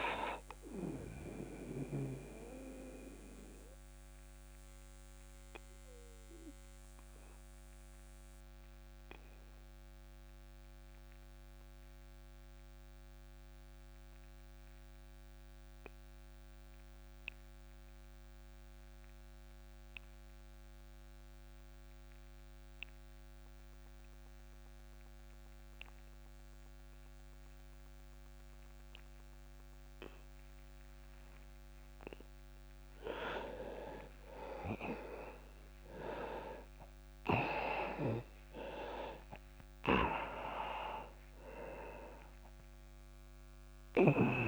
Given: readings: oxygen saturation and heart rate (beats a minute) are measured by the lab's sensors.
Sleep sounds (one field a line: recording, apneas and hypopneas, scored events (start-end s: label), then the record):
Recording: breathing in sleep by a microphone on the trachea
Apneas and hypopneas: 1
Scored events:
0.00-21.00 s: oxygen desaturation (device-marked, oxygen 88% before, 79% lowest)
1.00-30.50 s: obstructive apnea (oxygen 94% before, 79% lowest)
33.00-37.50 s: arousal
40.00-44.48 s: oxygen desaturation (device-marked, oxygen 99% before, 89% lowest)
From the record:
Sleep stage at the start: N2 (light sleep)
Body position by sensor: on the back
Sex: male